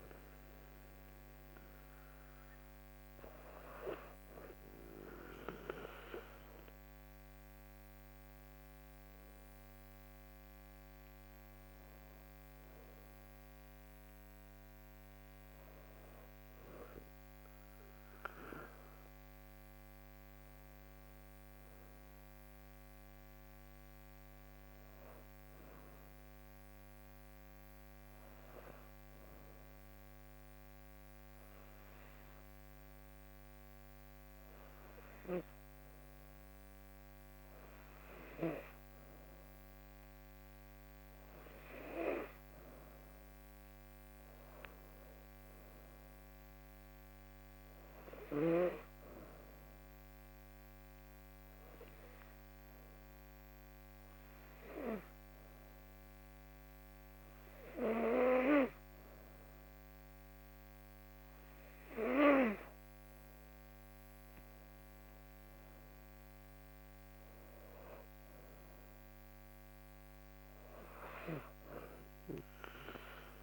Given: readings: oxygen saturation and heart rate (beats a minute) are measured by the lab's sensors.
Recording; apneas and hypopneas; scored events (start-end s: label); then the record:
breathing in sleep by a microphone on the trachea; 2
21.00-24.00 s: arousal
27.00-39.50 s: hypopnea (oxygen 96% before, 91% lowest, heart rate 77 before, 76 extreme, up 6 after)
43.50-46.50 s: arousal
44.00-60.00 s: oxygen desaturation (device-marked, oxygen 95% before, 91% lowest, heart rate 77 before, 76 extreme)
50.00-62.00 s: hypopnea (oxygen 96% before, 88% lowest, heart rate 78 before, 76 extreme, up 5 after)
63.00-66.00 s: arousal
66.00-73.43 s: oxygen desaturation (device-marked, oxygen 94% before, 91% lowest, heart rate 81 before, 76 extreme)
From the record:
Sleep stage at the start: N2 (light sleep); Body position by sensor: on the back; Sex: female